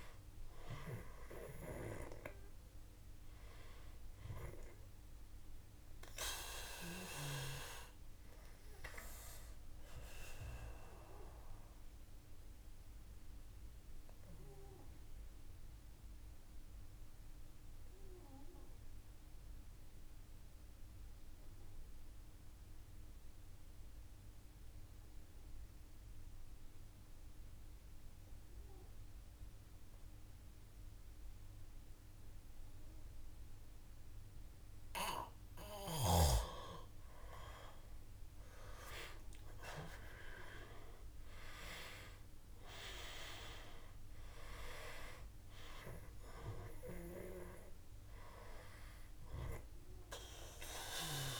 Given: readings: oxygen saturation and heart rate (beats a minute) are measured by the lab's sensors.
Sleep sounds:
breathing in sleep by a room microphone; 1
0.00-22.00 s: oxygen desaturation (device-marked, oxygen 87% lowest, heart rate 54 extreme)
10.50-35.00 s: mixed apnea (oxygen 97% before, 87% lowest, heart rate 57 before, 55 extreme, up 3 after)
37.50-41.00 s: arousal
39.00-51.39 s: oxygen desaturation (device-marked, oxygen 97% before, 87% lowest, heart rate 56 before, 52 extreme)
From the record:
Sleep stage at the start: N2 (light sleep); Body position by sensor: on the back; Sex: male

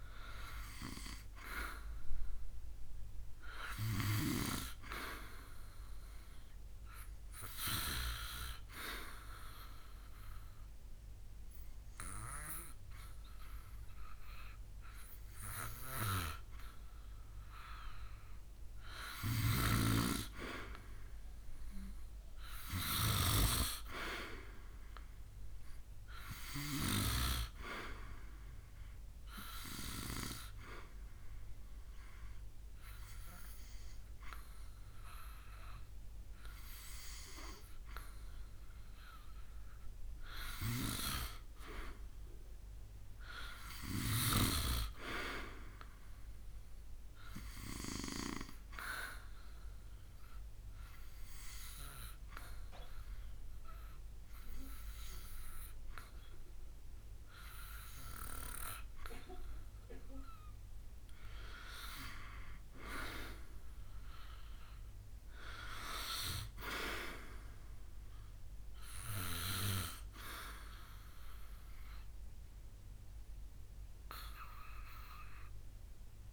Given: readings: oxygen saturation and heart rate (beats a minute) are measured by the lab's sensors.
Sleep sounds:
breathing in sleep by a room microphone; 2
7.50-18.50 s: obstructive apnea (oxygen 95% before, 91% lowest, heart rate 75 before, 72 extreme, up 3 after)
19.00-23.00 s: snoring (device-marked)
20.50-34.50 s: oxygen desaturation (device-marked, oxygen 95% before, 92% lowest, heart rate 75 before, 70 extreme)
22.00-25.00 s: arousal
47.00-59.00 s: obstructive apnea (oxygen 95% before, 91% lowest, heart rate 76 before, 67 extreme, up 8 after)
63.00-66.50 s: arousal
From the record:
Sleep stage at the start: N2 (light sleep); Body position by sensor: on the back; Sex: male

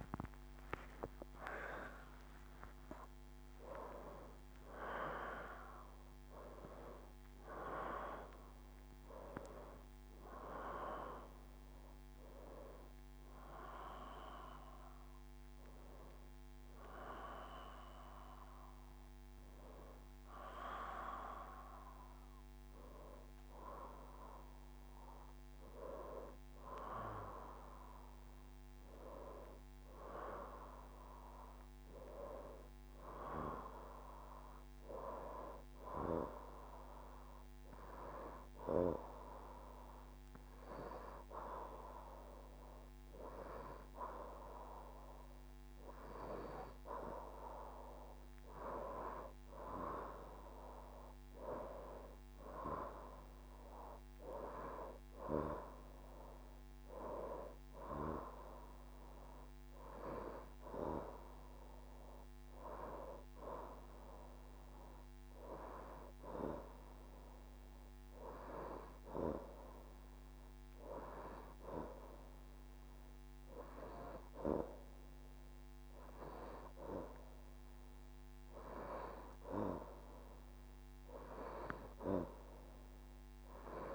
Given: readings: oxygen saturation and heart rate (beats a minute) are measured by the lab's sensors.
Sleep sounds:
a person partly awake in a sleep study, by a microphone on the trachea; 1
0.00-1.50 s: long interval between heartbeats (device-marked, heart rate 99 extreme)
2.50-4.50 s: long interval between heartbeats (device-marked, heart rate 134 before, 129 extreme)
5.00-7.00 s: long interval between heartbeats (device-marked, heart rate 128 before, 117 extreme)
14.50-16.50 s: long interval between heartbeats (device-marked, heart rate 106 before, 115 extreme)
21.50-83.95 s: new sleep stage, N2 (light sleep)
37.50-48.50 s: hypopnea (oxygen 96% before, 89% lowest, heart rate 80 before, 74 extreme, up 3 after)
52.00-57.50 s: arousal
56.50-71.50 s: oxygen desaturation (device-marked, oxygen 93% before, 89% lowest, heart rate 75 before, 74 extreme)
From the record:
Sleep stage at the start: awake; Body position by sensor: on the left side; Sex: female

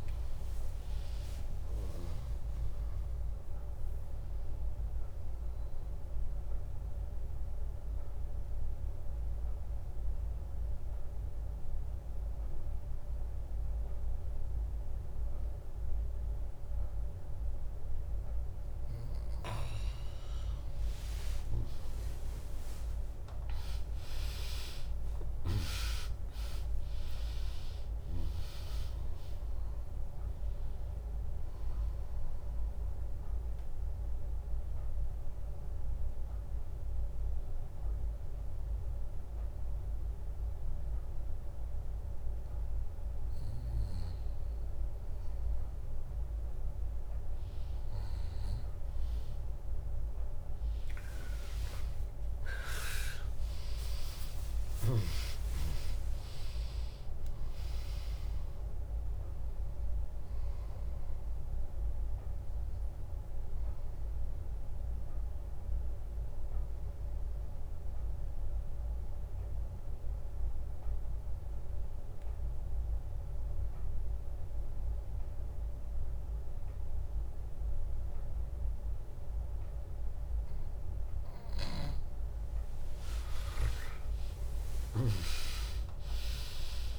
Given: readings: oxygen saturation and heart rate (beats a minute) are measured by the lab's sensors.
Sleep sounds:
breathing in sleep by a room microphone; 3
0.00-11.00 s: oxygen desaturation (device-marked, oxygen 96% lowest, heart rate 59 extreme)
0.00-12.00 s: drop in pulse transit time (device-marked, heart rate 68 extreme)
5.00-19.50 s: obstructive apnea (oxygen 100% before, 96% lowest, heart rate 82 before, 59 extreme, up 9 after)
22.00-26.00 s: arousal
26.00-40.00 s: drop in pulse transit time (device-marked, heart rate 73 before, 70 extreme)
26.00-43.00 s: oxygen desaturation (device-marked, oxygen 100% before, 96% lowest, heart rate 73 before, 59 extreme)
33.00-44.00 s: obstructive apnea (oxygen 100% before, 95% lowest, heart rate 73 before, 59 extreme)
51.00-55.50 s: arousal
54.00-63.00 s: drop in pulse transit time (device-marked, heart rate 70 before, 64 extreme)
61.50-81.50 s: obstructive apnea (oxygen 99% before, 95% lowest, heart rate 68 before, 58 extreme, up 12 after)
77.00-84.00 s: bradycardia (device-marked, heart rate 73 before, 58 extreme)
83.50-86.99 s: arousal
85.00-86.99 s: oxygen desaturation (device-marked, oxygen 100% before, 95% lowest, heart rate 65 before, 58 extreme)
From the record:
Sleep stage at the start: N2 (light sleep); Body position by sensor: on the back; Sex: female

